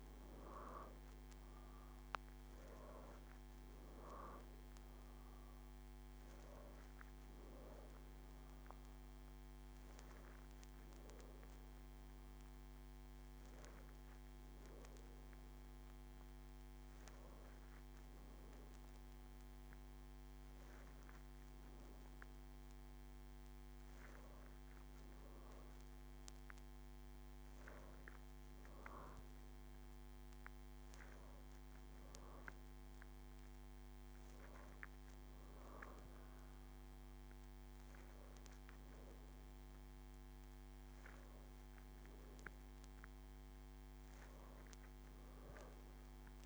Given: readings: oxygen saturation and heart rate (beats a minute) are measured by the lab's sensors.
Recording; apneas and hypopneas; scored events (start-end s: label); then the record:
a person partly awake in a sleep study, hard to hear, by a microphone on the trachea; none
12.00-42.00 s: new sleep stage, N1 (lightest sleep)
42.00-46.46 s: new sleep stage, N2 (light sleep)
From the record:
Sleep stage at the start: awake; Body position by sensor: on the back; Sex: female